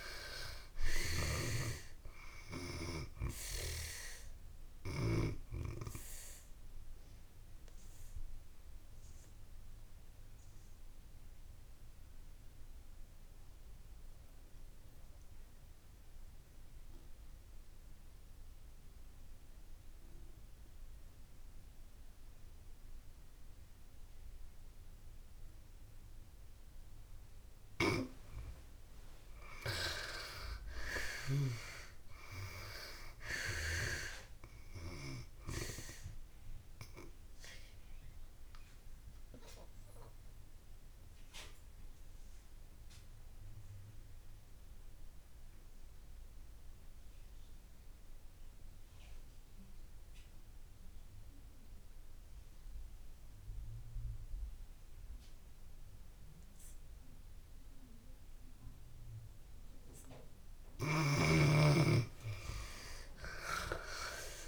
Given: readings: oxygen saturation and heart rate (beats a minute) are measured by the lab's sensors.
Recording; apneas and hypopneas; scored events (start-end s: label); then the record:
breathing in sleep by a room microphone; 2
0.00-23.50 s: oxygen desaturation (device-marked, oxygen 73% lowest)
6.50-26.50 s: obstructive apnea (oxygen 97% before, 72% lowest)
25.50-54.50 s: oxygen desaturation (device-marked, oxygen 96% before, 73% lowest)
29.00-32.50 s: arousal
36.00-59.50 s: obstructive apnea (oxygen 96% before, 72% lowest)
56.50-64.48 s: oxygen desaturation (device-marked, oxygen 95% before, 72% lowest)
61.50-64.48 s: arousal
From the record:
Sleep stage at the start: N2 (light sleep); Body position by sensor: on the back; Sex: female